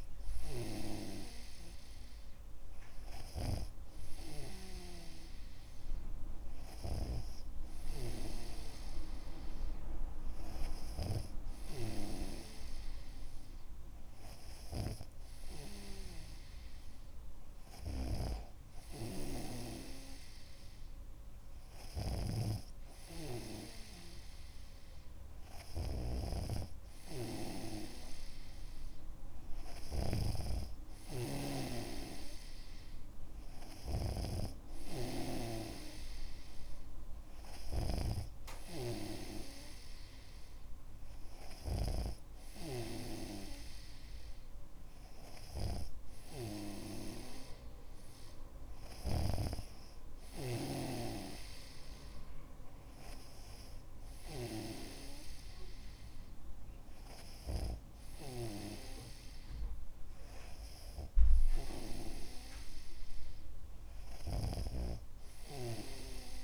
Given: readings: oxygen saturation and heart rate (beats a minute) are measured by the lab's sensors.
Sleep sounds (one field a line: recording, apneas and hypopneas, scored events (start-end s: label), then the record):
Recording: breathing in sleep by a room microphone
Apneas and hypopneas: none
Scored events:
0.00-7.50 s: snoring (device-marked)
15.00-42.50 s: snoring (device-marked)
49.50-55.00 s: snoring (device-marked)
From the record:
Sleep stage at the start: N2 (light sleep)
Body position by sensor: on the back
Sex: male